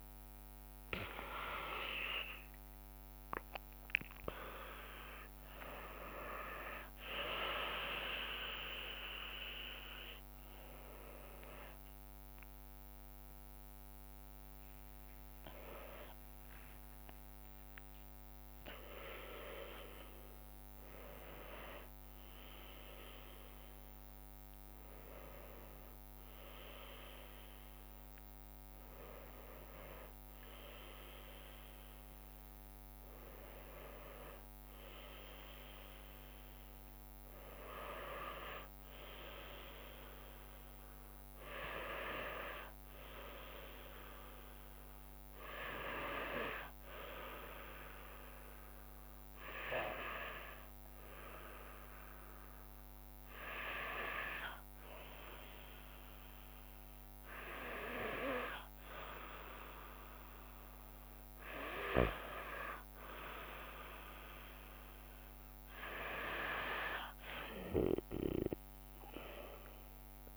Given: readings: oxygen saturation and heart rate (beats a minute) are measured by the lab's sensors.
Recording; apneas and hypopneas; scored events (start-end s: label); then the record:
a person awake in a sleep study, by a microphone on the trachea; none
0.00-3.50 s: tachycardia (device-marked, heart rate 159 extreme)
0.00-13.50 s: drop in pulse transit time (device-marked, heart rate 69 extreme)
12.50-17.50 s: tachycardia (device-marked, heart rate 74 before, 108 extreme)
47.50-70.37 s: new sleep stage, N2 (light sleep)
From the record:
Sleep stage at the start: awake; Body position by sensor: on the back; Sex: female